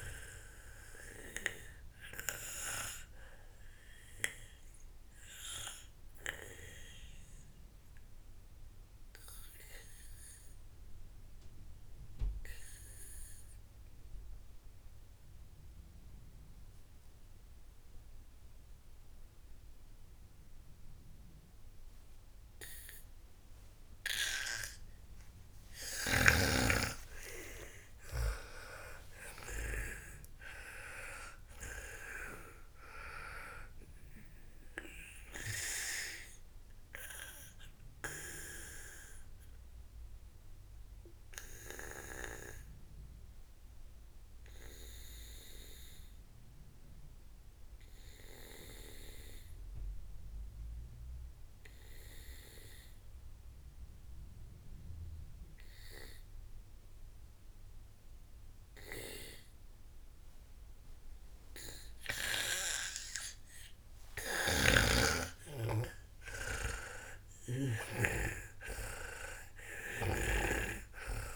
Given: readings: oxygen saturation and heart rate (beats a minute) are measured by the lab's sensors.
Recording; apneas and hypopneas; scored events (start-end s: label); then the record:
breathing in sleep by a room microphone; 2
0.00-14.50 s: oxygen desaturation (device-marked, oxygen 93% lowest, heart rate 56 extreme)
2.50-26.00 s: obstructive apnea (oxygen 98% before, 91% lowest, heart rate 85 before, 54 extreme)
28.00-32.00 s: arousal
32.50-51.50 s: oxygen desaturation (device-marked, oxygen 98% before, 92% lowest, heart rate 71 before, 54 extreme)
37.50-65.50 s: obstructive apnea (oxygen 98% before, 91% lowest, heart rate 79 before, 54 extreme, up 35 after)
65.00-68.50 s: snoring (device-marked)
66.50-71.36 s: oxygen desaturation (device-marked, oxygen 98% before, 91% lowest, heart rate 58 before, 58 extreme)
67.00-71.00 s: arousal
From the record:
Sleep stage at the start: N2 (light sleep); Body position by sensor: on the back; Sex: female